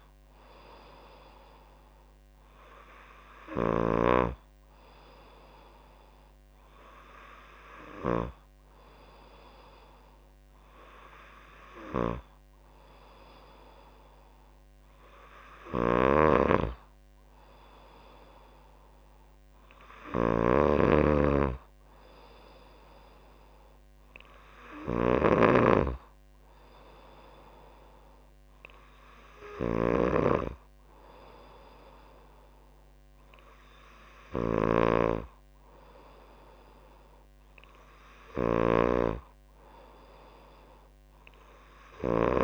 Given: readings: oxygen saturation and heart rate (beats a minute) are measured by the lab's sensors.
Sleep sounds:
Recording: breathing in sleep by a microphone on the trachea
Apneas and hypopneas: none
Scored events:
15.00-42.44 s: snoring (device-marked)
From the record:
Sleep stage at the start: N2 (light sleep)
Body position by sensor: on the back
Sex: female

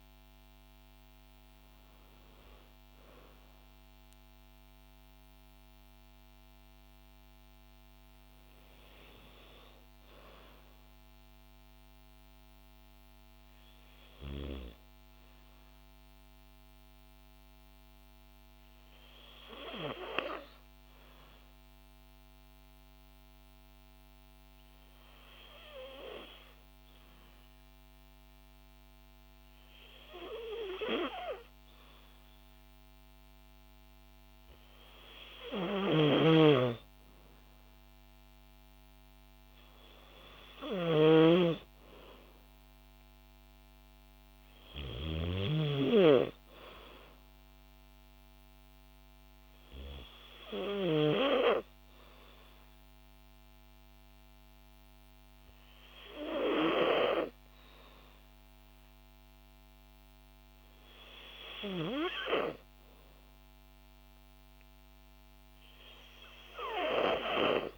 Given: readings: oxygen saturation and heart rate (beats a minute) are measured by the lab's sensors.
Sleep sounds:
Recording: breathing in sleep by a microphone on the trachea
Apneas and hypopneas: 1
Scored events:
0.00-17.50 s: oxygen desaturation (device-marked, oxygen 90% lowest, heart rate 54 extreme)
16.00-32.00 s: hypopnea (oxygen 95% before, 92% lowest, heart rate 60 before, 56 extreme, up 3 after)
33.00-35.50 s: arousal
36.00-41.00 s: snoring (device-marked)
36.50-54.50 s: oxygen desaturation (device-marked, oxygen 96% before, 92% lowest, heart rate 57 before, 56 extreme)
From the record:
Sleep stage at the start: N2 (light sleep)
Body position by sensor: on the back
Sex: female

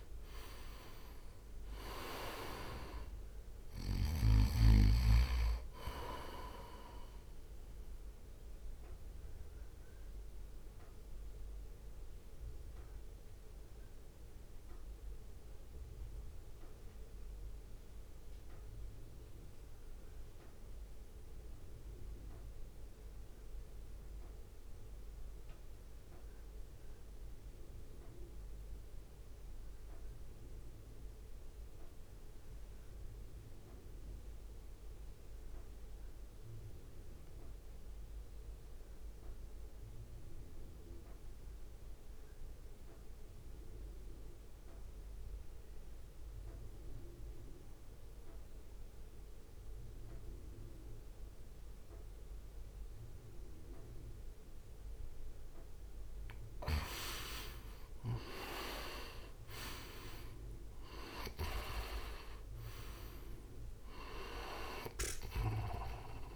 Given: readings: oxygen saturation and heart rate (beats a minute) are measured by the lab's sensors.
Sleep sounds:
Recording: breathing in sleep by a room microphone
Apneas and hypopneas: 1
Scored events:
0.00-12.50 s: drop in pulse transit time (device-marked, heart rate 54 extreme)
0.00-31.50 s: oxygen desaturation (device-marked, oxygen 78% lowest, heart rate 53 extreme)
8.00-54.00 s: mixed apnea (oxygen 95% before, 78% lowest, heart rate 56 before, 53 extreme, up 4 after)
46.50-66.36 s: oxygen desaturation (device-marked, oxygen 98% before, 84% lowest, heart rate 62 before, 55 extreme)
57.50-66.36 s: drop in pulse transit time (device-marked, heart rate 60 before, 55 extreme)
58.50-63.50 s: arousal
From the record:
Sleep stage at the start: REM sleep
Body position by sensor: on the right side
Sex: male

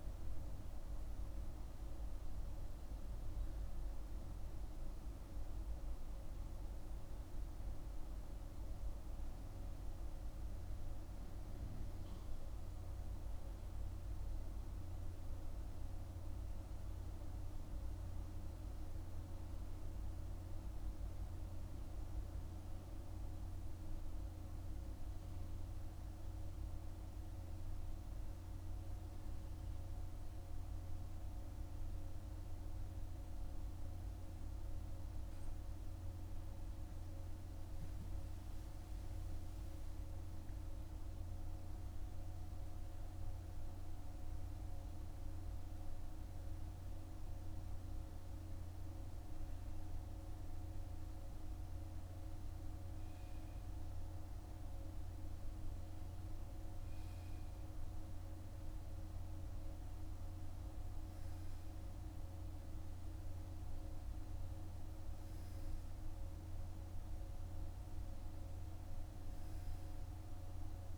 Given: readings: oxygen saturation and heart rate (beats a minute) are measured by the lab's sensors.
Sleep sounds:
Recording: breathing in sleep, hard to hear, by a room microphone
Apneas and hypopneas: none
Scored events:
0.00-2.00 s: oxygen desaturation (device-marked, oxygen 90% lowest, heart rate 61 extreme)
30.00-70.98 s: new sleep stage, N2 (light sleep)
33.00-37.50 s: arousal
From the record:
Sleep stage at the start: N1 (lightest sleep)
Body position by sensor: on the right side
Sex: male

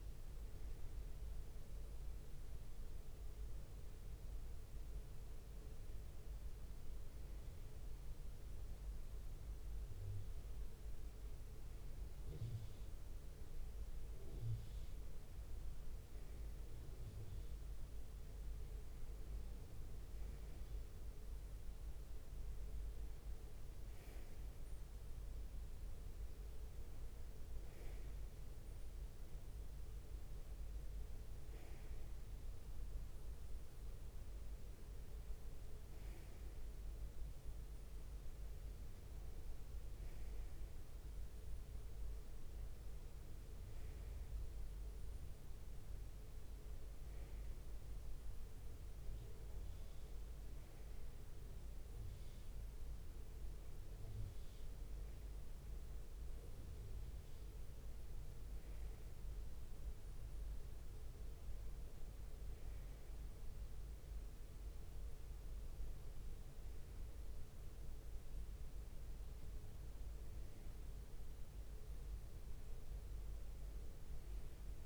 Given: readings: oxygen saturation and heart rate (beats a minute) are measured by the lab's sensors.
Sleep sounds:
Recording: a person partly awake in a sleep study, hard to hear, by a room microphone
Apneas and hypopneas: none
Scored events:
0.00-1.00 s: leg movement (device-marked)
0.00-22.50 s: bradycardia (device-marked)
23.50-58.50 s: bradycardia (device-marked)
25.50-74.86 s: new sleep stage, N1 (lightest sleep)
60.50-74.86 s: bradycardia (device-marked)
From the record:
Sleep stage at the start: awake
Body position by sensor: on the right side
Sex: male

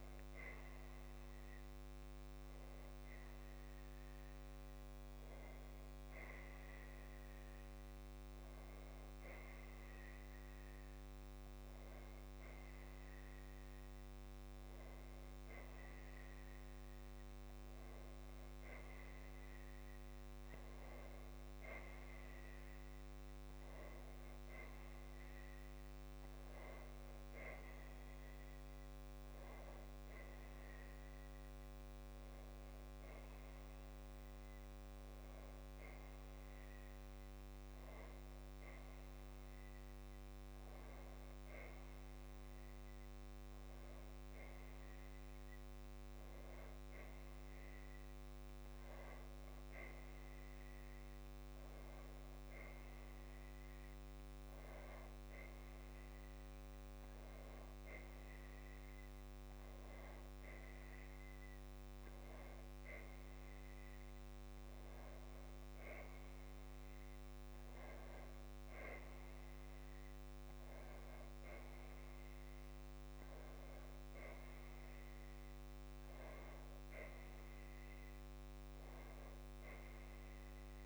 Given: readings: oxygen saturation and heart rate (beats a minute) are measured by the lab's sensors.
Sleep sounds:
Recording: a person awake in a sleep study, hard to hear, by a microphone on the trachea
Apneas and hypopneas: none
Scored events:
none scored
From the record:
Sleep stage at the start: awake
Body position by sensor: on the back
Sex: female

